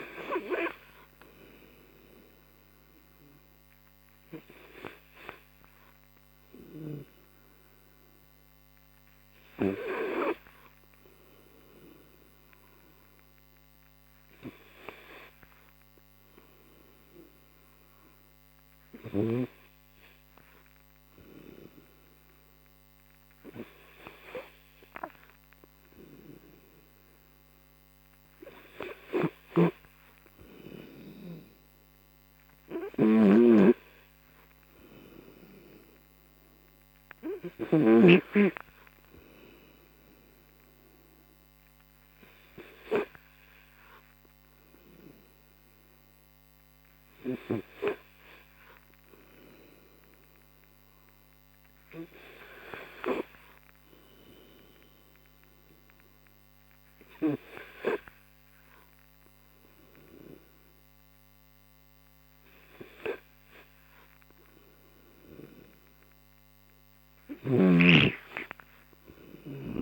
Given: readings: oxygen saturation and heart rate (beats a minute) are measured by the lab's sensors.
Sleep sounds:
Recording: breathing in sleep by a microphone on the trachea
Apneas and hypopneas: 1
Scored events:
0.50-2.50 s: tachycardia (device-marked, heart rate 65 before, 97 extreme)
11.00-21.50 s: hypopnea (oxygen 94% before, 90% lowest, heart rate 73 before, 42 extreme, up 11 after)
24.00-26.50 s: arousal
32.50-49.50 s: oxygen desaturation (device-marked, oxygen 93% before, 90% lowest, heart rate 57 before, 48 extreme)
38.50-41.50 s: tachycardia (device-marked, heart rate 66 before, 100 extreme)
67.50-69.82 s: snoring (device-marked)
From the record:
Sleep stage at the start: N3 (deep sleep)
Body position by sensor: on the right side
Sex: male

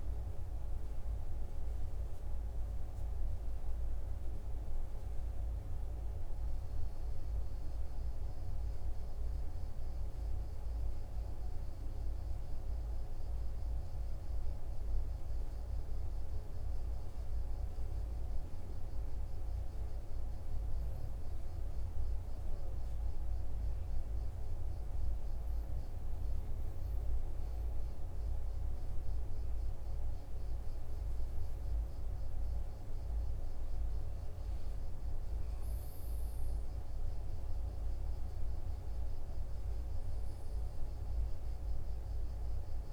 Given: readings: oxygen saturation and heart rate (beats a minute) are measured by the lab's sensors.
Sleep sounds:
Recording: breathing in sleep, hard to hear, by a room microphone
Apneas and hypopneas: 1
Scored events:
16.00-19.00 s: arousal
21.00-33.50 s: hypopnea (oxygen 97% before, 95% lowest, heart rate 48 before, 45 extreme, up 2 after)
35.00-39.50 s: arousal
From the record:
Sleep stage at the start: N1 (lightest sleep)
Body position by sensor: on the right side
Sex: male

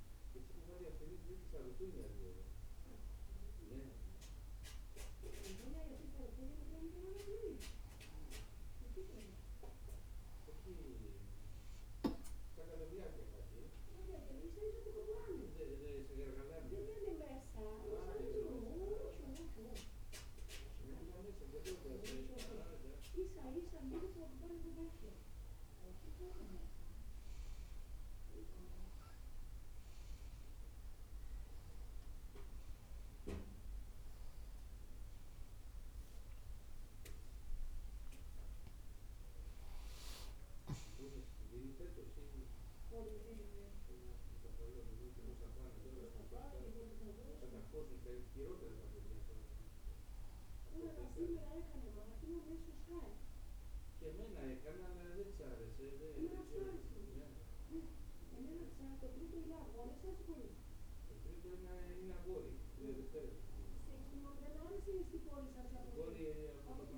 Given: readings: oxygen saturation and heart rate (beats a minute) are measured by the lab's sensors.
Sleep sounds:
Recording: a person awake in a sleep study, by a room microphone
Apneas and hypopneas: none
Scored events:
2.00-11.00 s: oxygen desaturation (device-marked, oxygen 98% before, 94% lowest, heart rate 96 before, 95 extreme)
13.00-24.00 s: oxygen desaturation (device-marked, oxygen 96% before, 93% lowest, heart rate 95 before, 95 extreme)
57.00-66.98 s: new sleep stage, N1 (lightest sleep)
From the record:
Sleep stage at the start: awake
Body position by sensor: on the right side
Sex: female

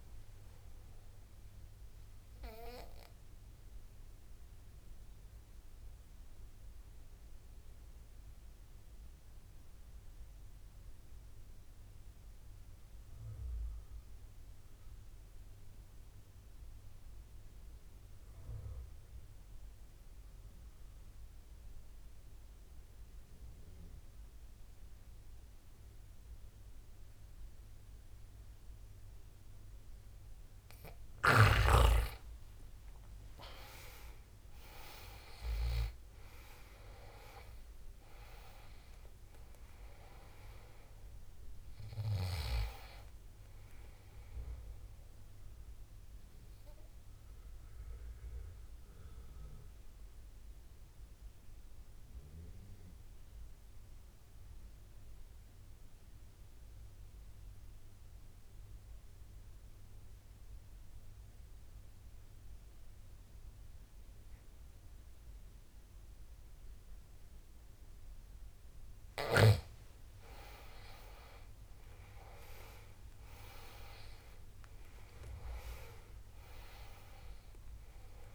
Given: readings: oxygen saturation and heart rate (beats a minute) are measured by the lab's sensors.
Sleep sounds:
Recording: breathing in sleep by a room microphone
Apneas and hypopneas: 2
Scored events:
2.00-29.50 s: obstructive apnea (oxygen 97% before, 80% lowest, heart rate 80 before, 65 extreme, up 15 after)
5.00-15.00 s: oxygen desaturation (device-marked, oxygen 95% before, 90% lowest, heart rate 83 before, 65 extreme)
24.00-64.00 s: oxygen desaturation (device-marked, oxygen 97% before, 80% lowest, heart rate 71 before, 71 extreme)
32.00-36.50 s: arousal
47.00-69.00 s: obstructive apnea (oxygen 97% before, 80% lowest, heart rate 78 before, 71 extreme, up 11 after)
66.00-78.35 s: oxygen desaturation (device-marked, oxygen 98% before, 81% lowest, heart rate 75 before, 71 extreme)
70.50-74.50 s: arousal
From the record:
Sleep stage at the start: N2 (light sleep)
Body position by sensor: on the back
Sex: male

